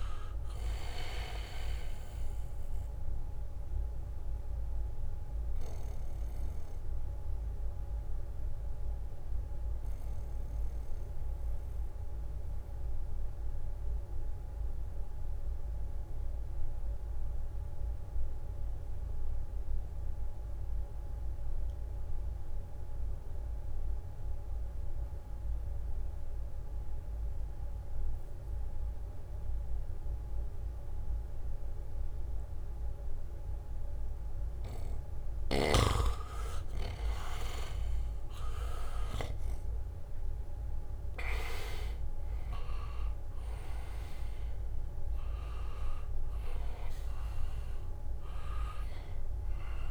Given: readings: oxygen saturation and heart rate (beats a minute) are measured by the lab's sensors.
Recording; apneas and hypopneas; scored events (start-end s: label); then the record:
breathing in sleep by a room microphone; 1
0.00-18.50 s: oxygen desaturation (device-marked, oxygen 79% lowest, heart rate 61 extreme)
3.50-35.00 s: mixed apnea (oxygen 99% before, 78% lowest, heart rate 67 before, 61 extreme, up 7 after)
28.50-49.91 s: oxygen desaturation (device-marked, oxygen 99% before, 78% lowest, heart rate 72 before, 61 extreme)
40.50-46.00 s: arousal
From the record:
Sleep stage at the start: N2 (light sleep); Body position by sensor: on the back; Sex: male